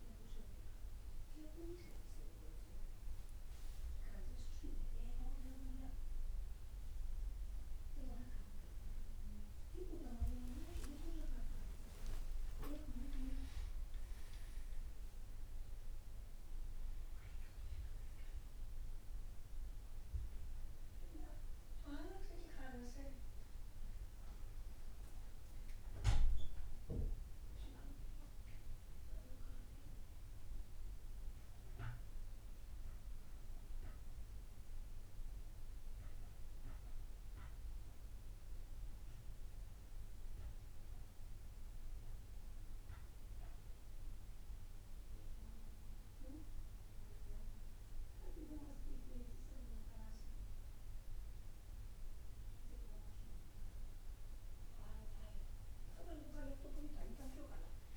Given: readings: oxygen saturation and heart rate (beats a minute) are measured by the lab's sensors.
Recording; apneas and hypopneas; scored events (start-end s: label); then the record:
breathing in sleep by a room microphone; none
4.00-57.96 s: new sleep stage, N1 (lightest sleep)
10.50-14.50 s: arousal
From the record:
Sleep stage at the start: N2 (light sleep); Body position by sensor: on the back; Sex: male